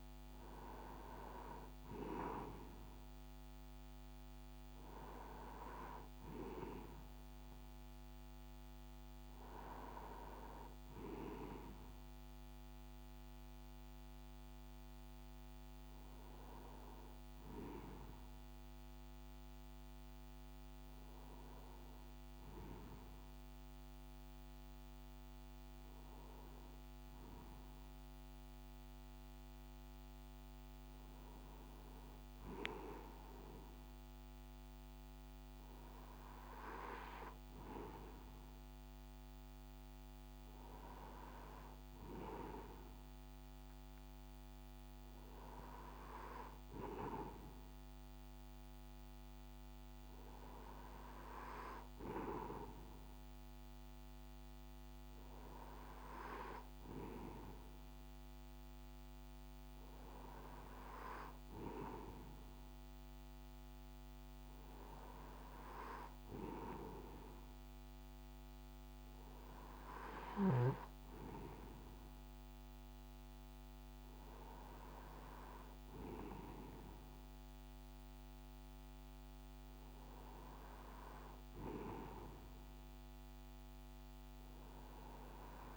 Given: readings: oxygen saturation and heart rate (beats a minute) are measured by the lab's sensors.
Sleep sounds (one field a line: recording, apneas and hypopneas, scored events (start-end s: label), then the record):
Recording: breathing in sleep by a microphone on the trachea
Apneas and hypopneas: none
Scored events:
none scored
From the record:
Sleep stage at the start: N2 (light sleep)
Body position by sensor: on the right side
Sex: male